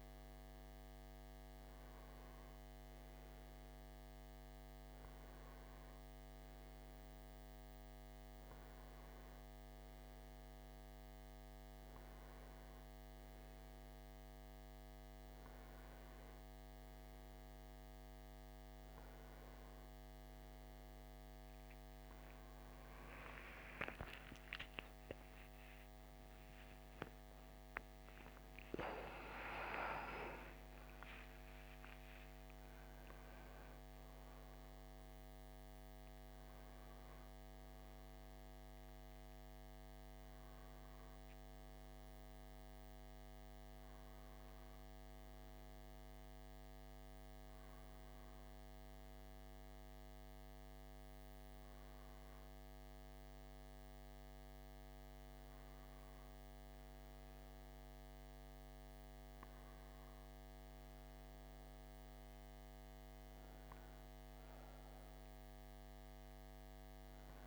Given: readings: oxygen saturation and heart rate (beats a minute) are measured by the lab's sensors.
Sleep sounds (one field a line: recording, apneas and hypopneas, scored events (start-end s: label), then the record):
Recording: breathing in sleep, hard to hear, by a microphone on the trachea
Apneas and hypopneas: none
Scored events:
0.00-14.00 s: oxygen desaturation (device-marked, oxygen 91% lowest, heart rate 64 extreme)
25.00-30.50 s: arousal
From the record:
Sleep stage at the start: N1 (lightest sleep)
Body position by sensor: on the right side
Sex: male